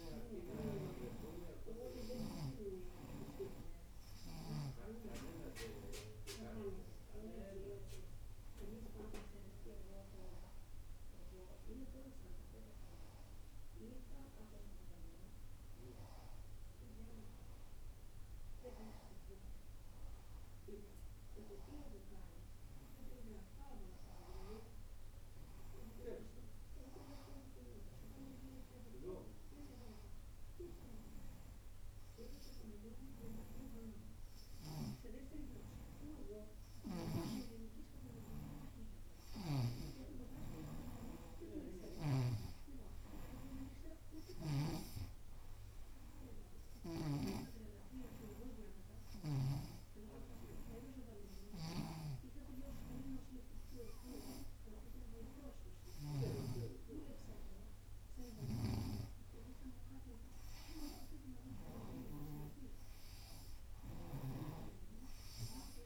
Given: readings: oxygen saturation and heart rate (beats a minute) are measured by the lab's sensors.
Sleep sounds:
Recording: breathing in sleep by a room microphone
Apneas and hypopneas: none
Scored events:
1.00-4.50 s: snoring (device-marked)
52.00-56.50 s: snoring (device-marked)
58.50-64.50 s: snoring (device-marked)
From the record:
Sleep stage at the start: N2 (light sleep)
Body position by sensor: on the right side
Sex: female

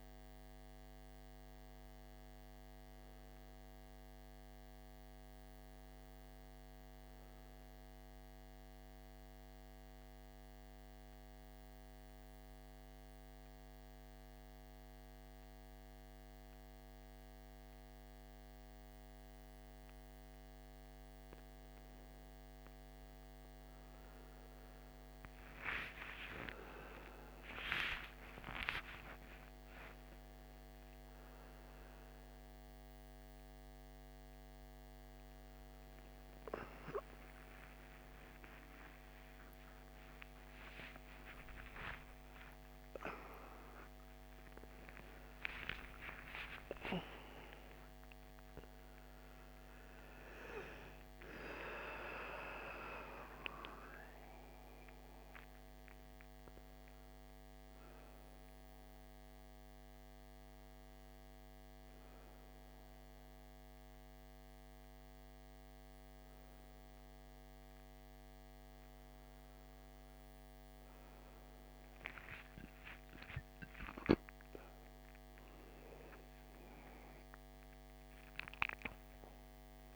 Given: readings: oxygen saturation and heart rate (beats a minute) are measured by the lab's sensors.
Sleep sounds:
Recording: a person awake in a sleep study, by a microphone on the trachea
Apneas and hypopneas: 1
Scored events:
1.50-6.00 s: arousal
8.00-20.50 s: central apnea (oxygen 97% before, 93% lowest, heart rate 63 before, 55 extreme, up 12 after)
18.50-79.95 s: new sleep stage, awake
23.50-39.50 s: oxygen desaturation (device-marked, oxygen 97% before, 93% lowest, heart rate 57 before, 63 extreme)
From the record:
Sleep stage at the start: N2 (light sleep)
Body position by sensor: on the back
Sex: male

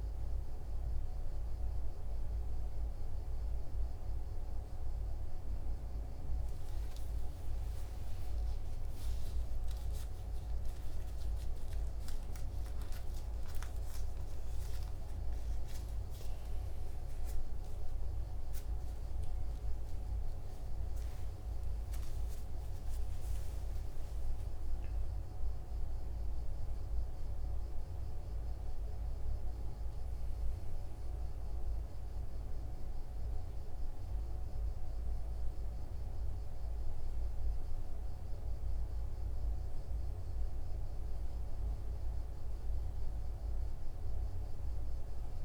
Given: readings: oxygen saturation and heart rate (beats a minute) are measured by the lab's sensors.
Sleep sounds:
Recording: a person awake in a sleep study, hard to hear, by a room microphone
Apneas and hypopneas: none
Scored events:
none scored
From the record:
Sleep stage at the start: awake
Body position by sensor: on the right side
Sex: male

